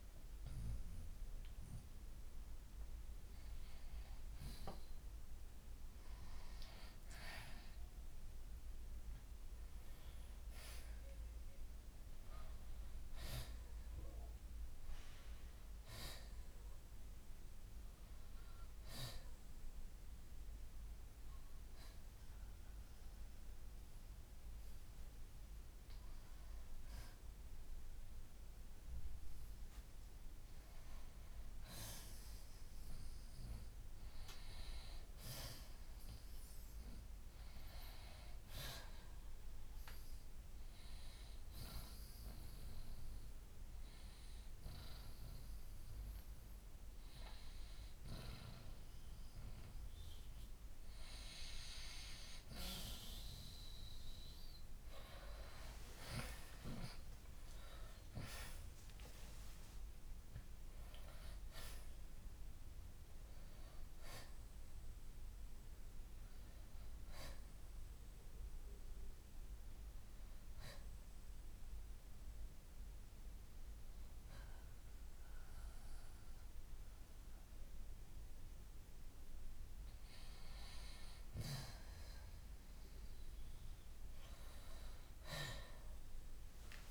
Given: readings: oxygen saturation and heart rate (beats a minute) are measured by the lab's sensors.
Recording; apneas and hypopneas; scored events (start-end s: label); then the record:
breathing in sleep by a room microphone; 2
10.50-17.00 s: arousal
20.50-34.50 s: oxygen desaturation (device-marked, oxygen 92% before, 87% lowest, heart rate 69 before, 62 extreme)
39.00-49.00 s: hypopnea (oxygen 92% before, 86% lowest, heart rate 70 before, 65 extreme, up 6 after)
46.50-62.50 s: oxygen desaturation (device-marked, oxygen 93% before, 90% lowest, heart rate 70 before, 64 extreme)
54.50-58.50 s: arousal
64.50-71.50 s: oxygen desaturation (device-marked, oxygen 91% before, 86% lowest, heart rate 69 before, 64 extreme)
69.00-80.00 s: hypopnea (oxygen 93% before, 85% lowest, heart rate 71 before, 61 extreme, up 4 after)
73.50-86.91 s: oxygen desaturation (device-marked, oxygen 91% before, 86% lowest, heart rate 72 before, 58 extreme)
84.50-86.91 s: arousal
From the record:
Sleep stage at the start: N2 (light sleep); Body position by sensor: on the back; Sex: male